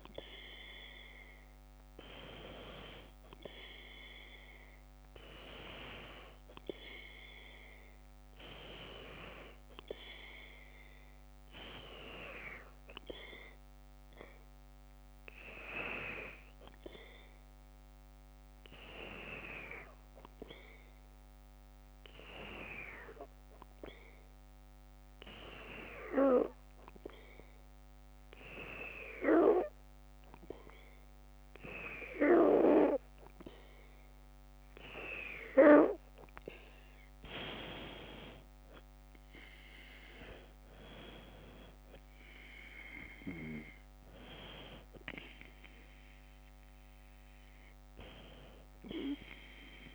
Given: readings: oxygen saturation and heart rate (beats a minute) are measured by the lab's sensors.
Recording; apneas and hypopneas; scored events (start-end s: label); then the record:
breathing in sleep by a microphone on the trachea; 1
3.50-8.00 s: arousal
8.00-49.95 s: oxygen desaturation (device-marked, oxygen 99% before, 91% lowest, heart rate 52 before, 49 extreme)
15.00-34.50 s: hypopnea (oxygen 99% before, 91% lowest, heart rate 53 before, 50 extreme, up 4 after)
37.00-40.00 s: arousal
From the record:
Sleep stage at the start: N2 (light sleep); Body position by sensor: on the back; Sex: female